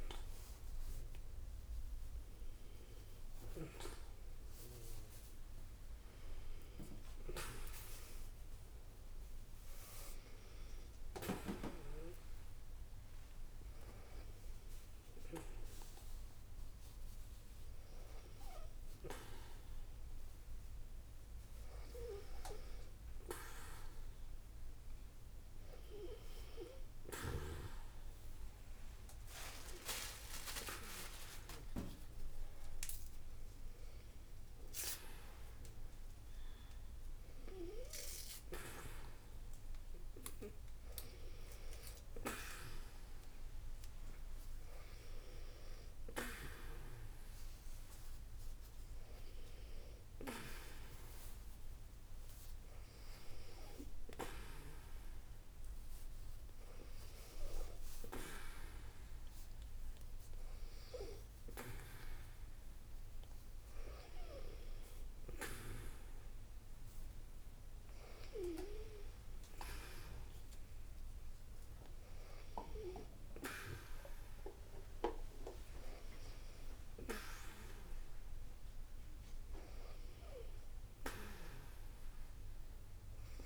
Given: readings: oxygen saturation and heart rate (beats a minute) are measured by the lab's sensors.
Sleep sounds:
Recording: a person awake in a sleep study, by a room microphone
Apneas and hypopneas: none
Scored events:
73.50-83.46 s: new sleep stage, N1 (lightest sleep)
From the record:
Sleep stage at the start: awake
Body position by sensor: on the back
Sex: female

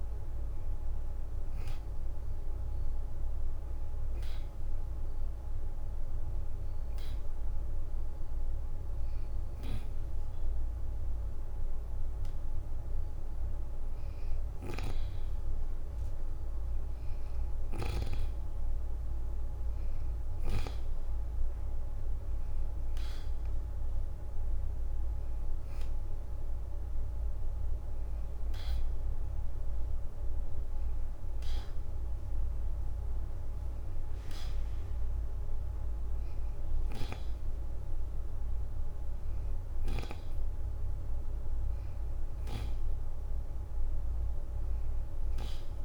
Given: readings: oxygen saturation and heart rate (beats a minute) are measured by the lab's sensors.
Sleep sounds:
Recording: breathing in sleep, hard to hear, by a room microphone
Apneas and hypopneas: 1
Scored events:
0.00-8.50 s: oxygen desaturation (device-marked, oxygen 88% lowest, heart rate 37 extreme)
3.00-14.00 s: hypopnea (oxygen 92% before, 86% lowest, heart rate 56 before, 37 extreme, up 9 after)
5.00-6.00 s: leg movement (device-marked)
9.50-11.00 s: leg movement (device-marked)
12.50-16.50 s: leg movement (device-marked)
17.00-19.00 s: arousal
19.50-23.00 s: leg movement (device-marked)
22.50-34.50 s: oxygen desaturation (device-marked, oxygen 92% before, 86% lowest, heart rate 57 before, 45 extreme)
24.50-26.00 s: leg movement (device-marked)
31.50-34.50 s: leg movement (device-marked)
35.50-37.50 s: leg movement (device-marked)
From the record:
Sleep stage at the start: N2 (light sleep)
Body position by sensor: on the back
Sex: female

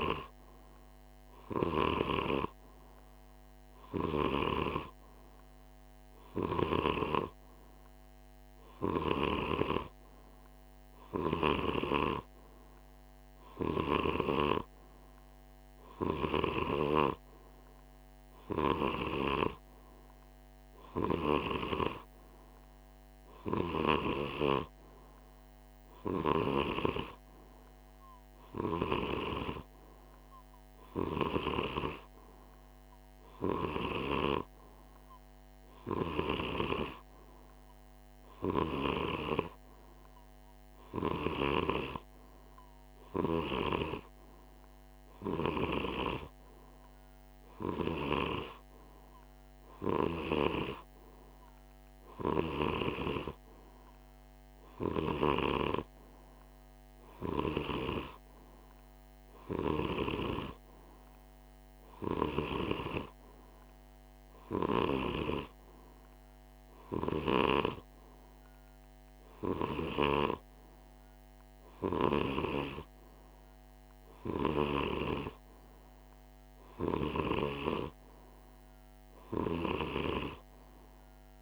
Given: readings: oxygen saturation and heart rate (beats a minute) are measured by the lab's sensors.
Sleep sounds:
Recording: breathing in sleep by a microphone on the trachea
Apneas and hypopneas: none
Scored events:
none scored
From the record:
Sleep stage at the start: N2 (light sleep)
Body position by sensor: on the right side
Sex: male

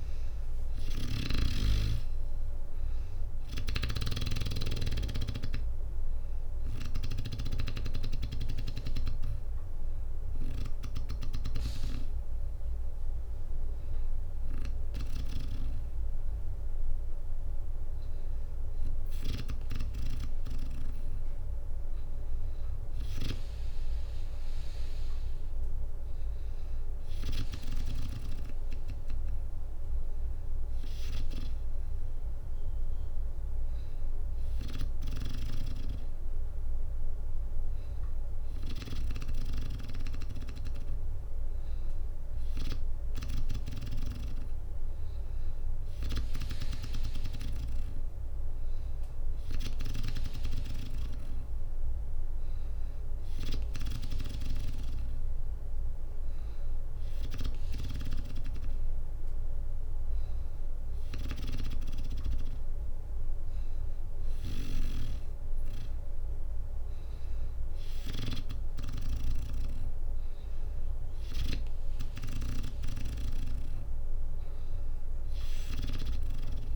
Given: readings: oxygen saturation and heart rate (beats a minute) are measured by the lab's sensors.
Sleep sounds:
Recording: breathing in sleep by a room microphone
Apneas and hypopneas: none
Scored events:
0.00-2.50 s: arousal
0.00-6.50 s: snoring (device-marked)
0.00-12.00 s: drop in pulse transit time (device-marked, heart rate 63 extreme)
From the record:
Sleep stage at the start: N2 (light sleep)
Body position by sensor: on the back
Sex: female

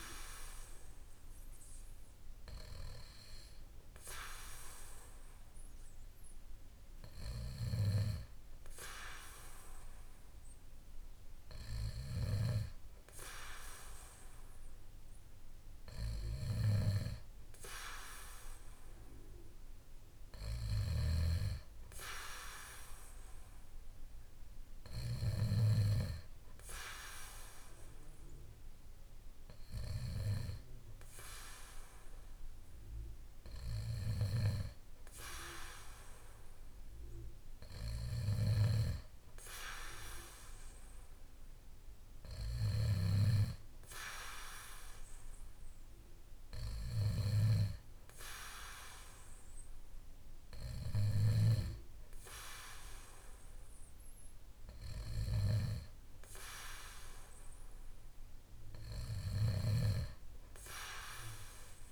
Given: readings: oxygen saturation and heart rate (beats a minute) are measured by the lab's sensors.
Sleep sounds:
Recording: breathing in sleep by a room microphone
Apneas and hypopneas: none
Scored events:
none scored
From the record:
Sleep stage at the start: N2 (light sleep)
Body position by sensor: on the back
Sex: male

